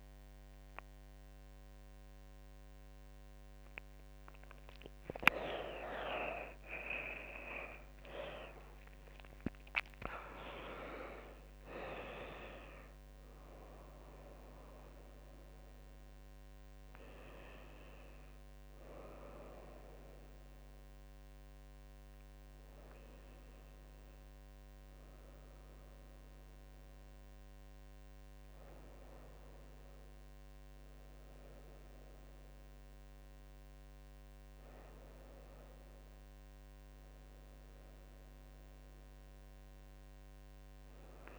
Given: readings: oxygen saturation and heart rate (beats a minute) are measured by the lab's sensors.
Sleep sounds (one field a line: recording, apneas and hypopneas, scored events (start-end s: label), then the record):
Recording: breathing in sleep by a microphone on the trachea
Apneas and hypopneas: none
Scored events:
0.00-16.00 s: oxygen desaturation (device-marked, oxygen 86% lowest, heart rate 74 extreme)
5.00-41.39 s: new sleep stage, N1 (lightest sleep)
7.00-12.00 s: tachycardia (device-marked, heart rate 80 before, 109 extreme)
7.00-21.00 s: drop in pulse transit time (device-marked, heart rate 77 before, 78 extreme)
From the record:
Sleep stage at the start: N2 (light sleep)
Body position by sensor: on the back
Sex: female